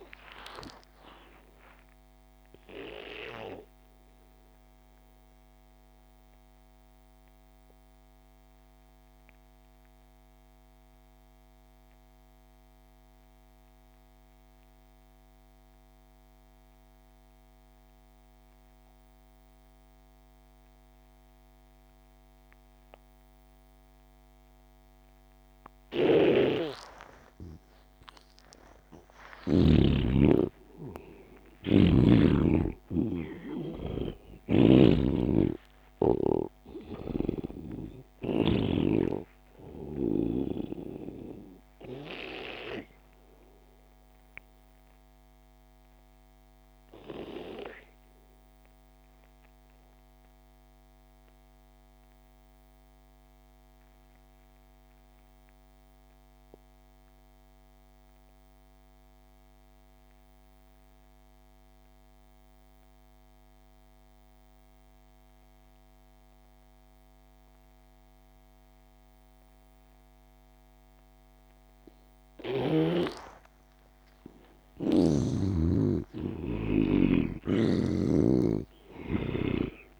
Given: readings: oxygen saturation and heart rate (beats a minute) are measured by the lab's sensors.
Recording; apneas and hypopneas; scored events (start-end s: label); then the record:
breathing in sleep by a microphone on the trachea; 2
0.00-13.50 s: oxygen desaturation (device-marked, oxygen 81% lowest)
1.00-27.00 s: obstructive apnea (oxygen 98% before, 79% lowest)
23.50-52.50 s: oxygen desaturation (device-marked, oxygen 98% before, 79% lowest)
26.00-29.50 s: snoring (device-marked)
28.50-34.00 s: arousal
34.00-37.50 s: snoring (device-marked)
42.00-73.50 s: obstructive apnea (oxygen 98% before, 78% lowest)
68.50-79.99 s: oxygen desaturation (device-marked, oxygen 98% before, 78% lowest)
75.50-79.99 s: arousal
From the record:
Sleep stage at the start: N2 (light sleep); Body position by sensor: on the back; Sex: male